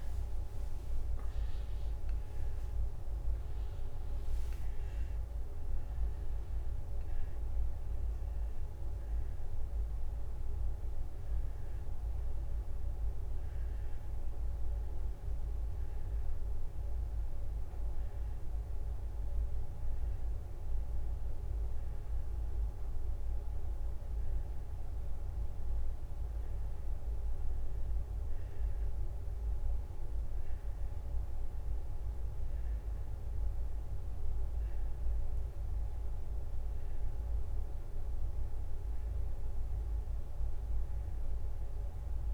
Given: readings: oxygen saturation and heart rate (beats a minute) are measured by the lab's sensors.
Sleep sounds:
a person awake in a sleep study, hard to hear, by a room microphone; none
0.00-1.50 s: leg movement (device-marked)
2.00-3.50 s: leg movement (device-marked)
7.00-12.00 s: leg movement (device-marked)
18.00-23.50 s: leg movement (device-marked)
28.50-33.50 s: leg movement (device-marked)
38.00-42.34 s: leg movement (device-marked)
From the record:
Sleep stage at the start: awake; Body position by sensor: on the back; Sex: female

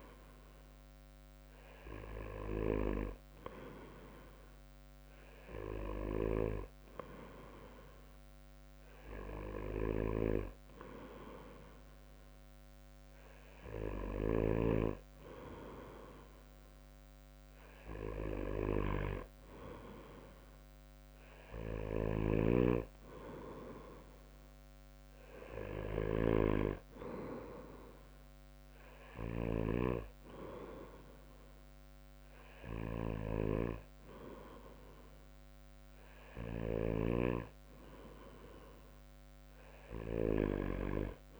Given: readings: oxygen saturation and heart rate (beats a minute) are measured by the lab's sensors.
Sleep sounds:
breathing in sleep by a microphone on the trachea; none
none scored
From the record:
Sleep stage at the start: N2 (light sleep); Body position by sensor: on the back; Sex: male

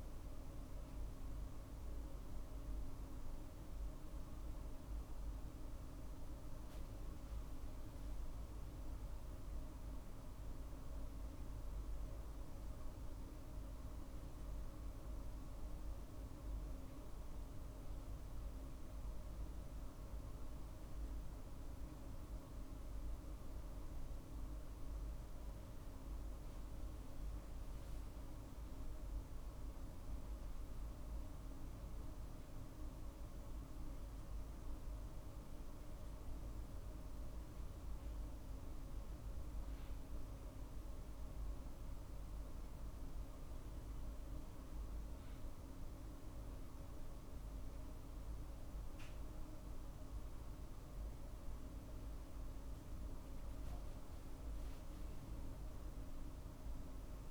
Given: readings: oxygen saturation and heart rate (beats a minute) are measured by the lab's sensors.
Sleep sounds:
a person awake in a sleep study, hard to hear, by a room microphone; none
none scored
From the record:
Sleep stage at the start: awake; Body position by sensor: on the right side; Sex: male

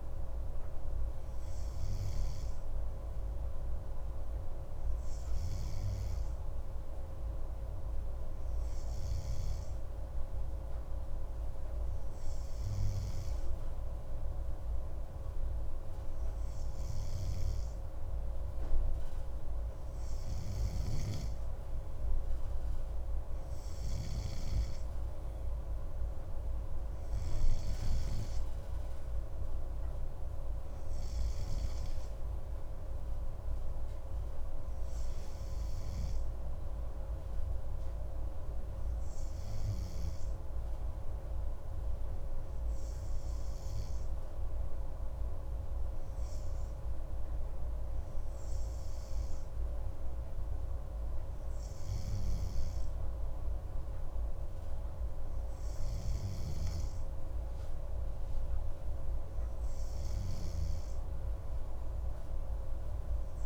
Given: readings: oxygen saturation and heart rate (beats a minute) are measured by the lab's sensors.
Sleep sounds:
breathing in sleep, hard to hear, by a room microphone; none
none scored
From the record:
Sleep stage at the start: N3 (deep sleep); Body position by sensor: on the right side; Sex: male

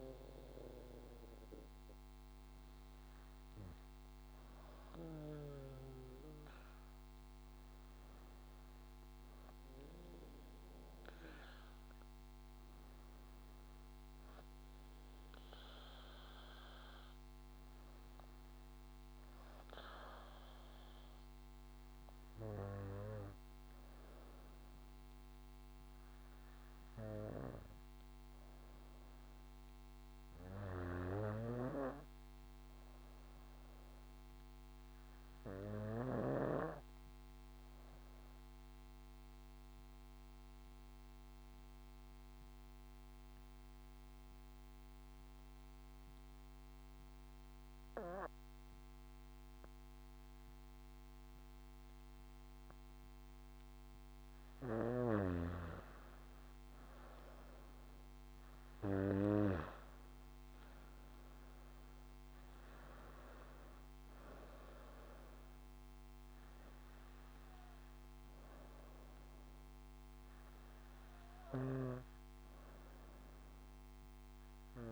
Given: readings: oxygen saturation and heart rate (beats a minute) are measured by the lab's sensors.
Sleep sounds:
breathing in sleep by a microphone on the trachea; 1
0.00-8.00 s: oxygen desaturation (device-marked, oxygen 88% lowest, heart rate 57 extreme)
38.50-54.50 s: obstructive apnea (oxygen 99% before, 88% lowest, heart rate 62 before, 63 extreme, up 7 after)
50.00-74.91 s: oxygen desaturation (device-marked, oxygen 96% before, 88% lowest, heart rate 65 before, 63 extreme)
61.00-64.50 s: arousal
From the record:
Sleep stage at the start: N2 (light sleep); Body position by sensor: on the back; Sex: female

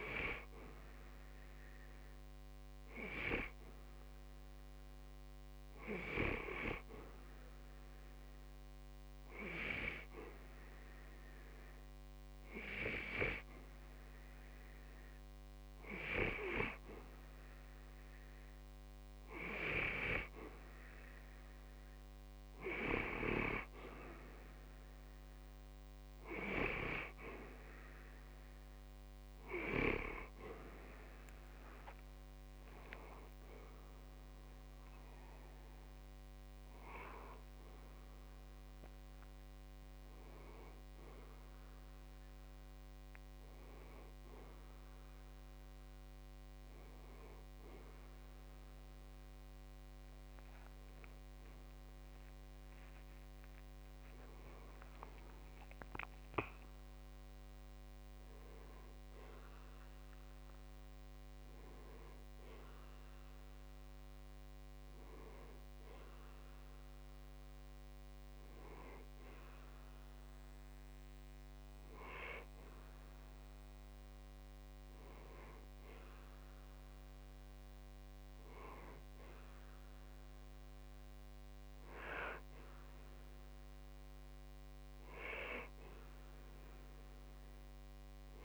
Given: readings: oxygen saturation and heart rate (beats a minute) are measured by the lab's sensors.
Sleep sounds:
breathing in sleep by a microphone on the trachea; 1
0.00-10.50 s: oxygen desaturation (device-marked, oxygen 90% lowest, heart rate 60 extreme)
6.50-17.50 s: hypopnea (oxygen 94% before, 91% lowest, heart rate 60 before, 60 extreme, up 6 after)
27.00-31.00 s: arousal
41.50-88.45 s: new sleep stage, N1 (lightest sleep)
51.00-56.00 s: arousal
From the record:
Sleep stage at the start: N2 (light sleep); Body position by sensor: on the back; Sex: male

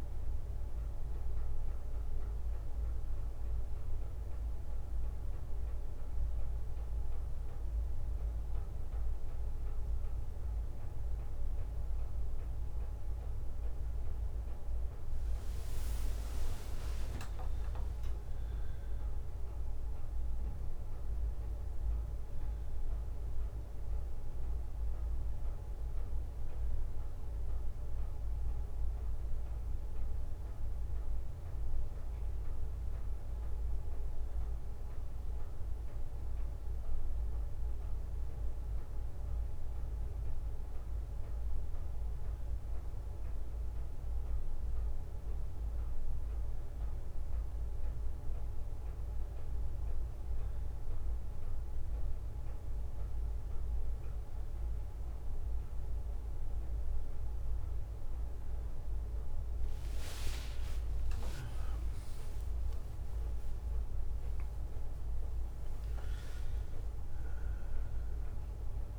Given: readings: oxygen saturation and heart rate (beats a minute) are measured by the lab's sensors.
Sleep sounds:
a person partly awake in a sleep study, hard to hear, by a room microphone; 1
1.00-68.99 s: new sleep stage, N1 (lightest sleep)
2.00-13.00 s: hypopnea (oxygen 98% before, 93% lowest, heart rate 83 before, 66 extreme, up 8 after)
14.50-18.00 s: arousal
60.00-63.50 s: arousal
From the record:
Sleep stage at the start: awake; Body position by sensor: on the right side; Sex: male

